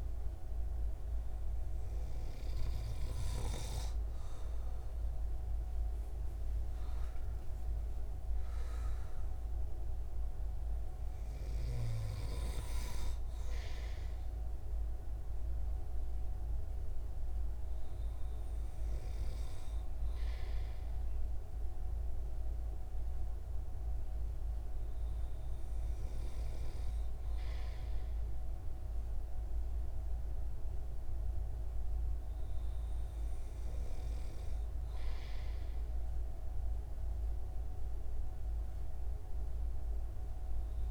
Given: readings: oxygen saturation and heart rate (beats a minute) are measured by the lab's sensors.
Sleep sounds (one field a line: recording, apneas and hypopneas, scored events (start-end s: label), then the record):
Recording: breathing in sleep, hard to hear, by a room microphone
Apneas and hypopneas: none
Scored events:
none scored
From the record:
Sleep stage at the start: N2 (light sleep)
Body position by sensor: on the right side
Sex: male